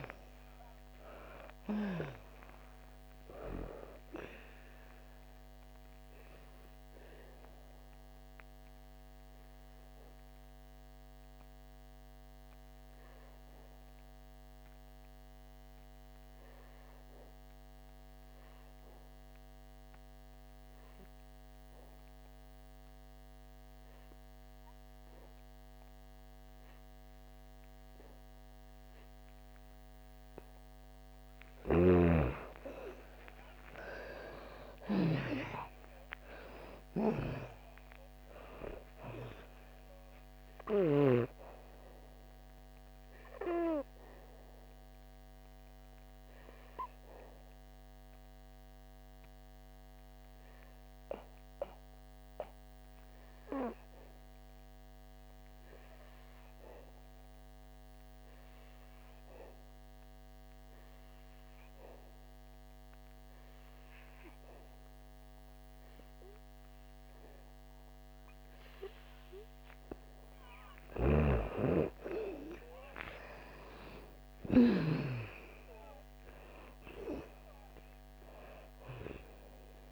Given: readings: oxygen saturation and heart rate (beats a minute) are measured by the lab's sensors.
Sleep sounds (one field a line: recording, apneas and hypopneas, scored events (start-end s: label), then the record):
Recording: breathing in sleep by a microphone on the trachea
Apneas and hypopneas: 2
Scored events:
0.00-1.50 s: arousal
0.00-26.50 s: oxygen desaturation (device-marked, oxygen 84% lowest, heart rate 55 extreme)
6.50-31.00 s: obstructive apnea (oxygen 98% before, 83% lowest, heart rate 62 before, 55 extreme, up 11 after)
31.50-61.50 s: oxygen desaturation (device-marked, oxygen 98% before, 83% lowest, heart rate 59 before, 57 extreme)
32.00-41.50 s: snoring (device-marked)
33.00-37.50 s: arousal
43.50-71.00 s: obstructive apnea (oxygen 98% before, 83% lowest, heart rate 66 before, 54 extreme, up 18 after)
73.00-76.50 s: arousal
75.50-79.92 s: oxygen desaturation (device-marked, oxygen 98% before, 84% lowest, heart rate 63 before, 54 extreme)
From the record:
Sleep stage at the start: N2 (light sleep)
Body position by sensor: on the back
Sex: female